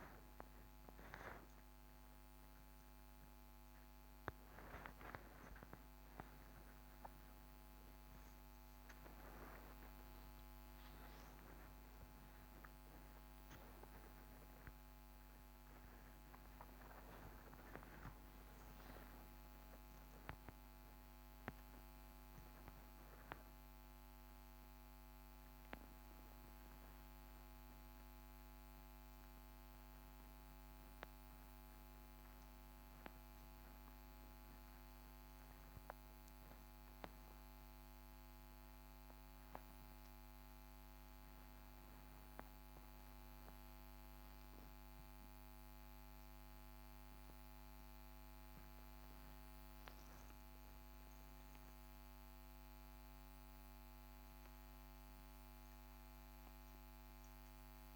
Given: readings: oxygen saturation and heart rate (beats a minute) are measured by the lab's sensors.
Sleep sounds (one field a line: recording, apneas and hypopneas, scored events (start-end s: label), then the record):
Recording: a person awake in a sleep study, by a microphone on the trachea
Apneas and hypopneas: none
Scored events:
none scored
From the record:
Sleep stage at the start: awake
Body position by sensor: upright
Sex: male